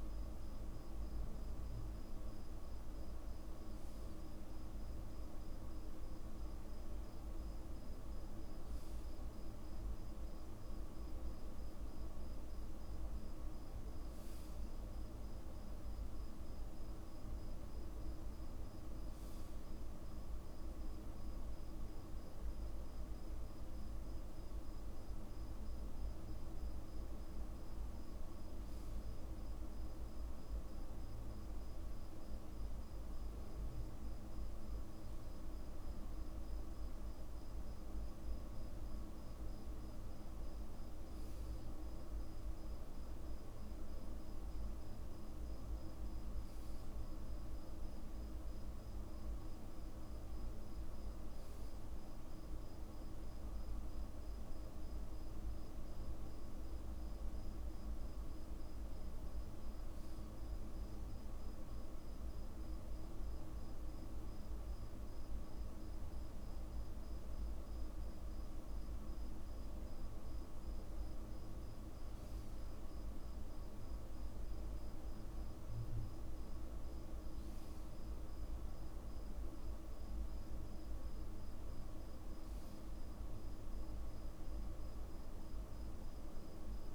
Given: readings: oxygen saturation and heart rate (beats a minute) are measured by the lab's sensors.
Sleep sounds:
breathing in sleep, hard to hear, by a room microphone; 2
16.00-19.50 s: arousal
27.50-39.50 s: hypopnea (oxygen 96% before, 94% lowest, heart rate 61 before, 58 extreme, up 2 after)
41.50-45.50 s: arousal
45.50-86.95 s: new sleep stage, REM sleep
61.00-71.50 s: central apnea (oxygen 96% before, 94% lowest, heart rate 60 before, 59 extreme)
74.00-78.00 s: arousal
From the record:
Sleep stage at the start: N2 (light sleep); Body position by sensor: on the back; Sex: male

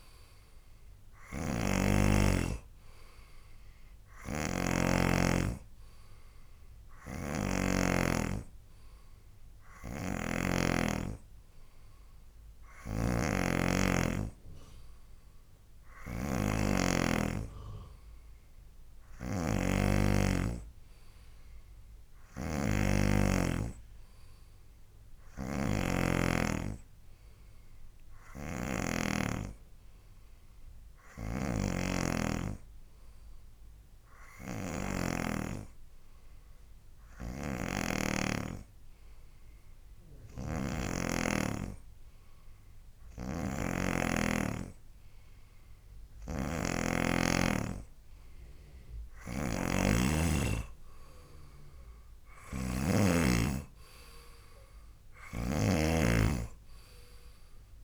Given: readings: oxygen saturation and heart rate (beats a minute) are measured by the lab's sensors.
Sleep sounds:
breathing in sleep by a room microphone; 1
0.00-1.00 s: arousal
0.00-8.00 s: snoring (device-marked)
10.00-29.50 s: snoring (device-marked)
30.50-48.50 s: obstructive apnea (oxygen 95% before, 91% lowest, heart rate 74 before, 68 extreme, up 9 after)
31.50-35.50 s: snoring (device-marked)
37.50-57.84 s: snoring (device-marked)
50.00-53.00 s: arousal
51.50-57.84 s: oxygen desaturation (device-marked, oxygen 95% before, 91% lowest, heart rate 73 before, 68 extreme)
From the record:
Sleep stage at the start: N2 (light sleep); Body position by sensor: on the right side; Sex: male

